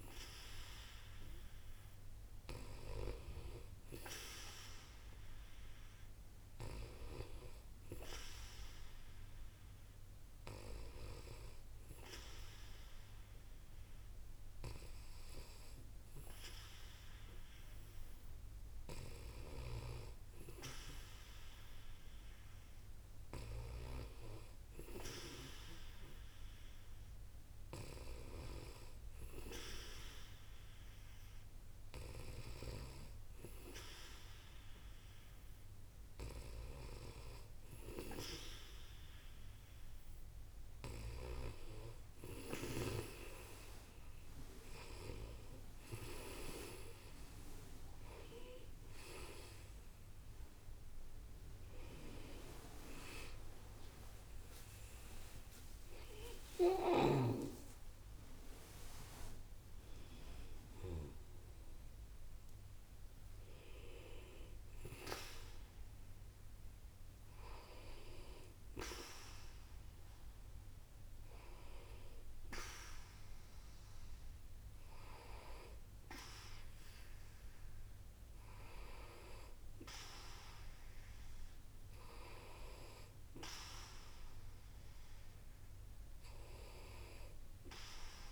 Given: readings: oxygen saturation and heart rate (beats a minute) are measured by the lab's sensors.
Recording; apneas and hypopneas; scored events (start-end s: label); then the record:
breathing in sleep by a room microphone; none
19.00-23.50 s: snoring (device-marked)
36.00-41.00 s: snoring (device-marked)
48.50-54.50 s: arousal
From the record:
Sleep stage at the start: N2 (light sleep); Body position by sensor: on the back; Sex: female